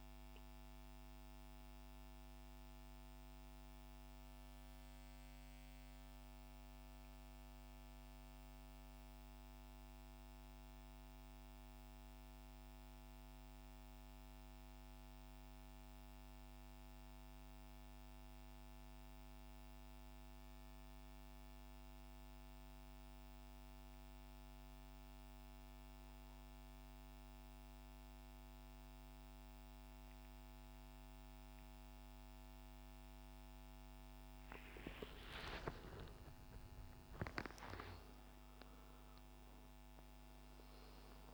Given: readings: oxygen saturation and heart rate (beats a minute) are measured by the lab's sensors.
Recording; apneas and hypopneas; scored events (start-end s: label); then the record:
breathing in sleep, hard to hear, by a microphone on the trachea; 1
0.50-33.50 s: mixed apnea (oxygen 99% before, 89% lowest, heart rate 70 before, 63 extreme, up 8 after)
19.50-41.34 s: oxygen desaturation (device-marked, oxygen 98% before, 89% lowest, heart rate 66 before, 63 extreme)
35.00-40.00 s: arousal
From the record:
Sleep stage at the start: N2 (light sleep); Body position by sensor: on the back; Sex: male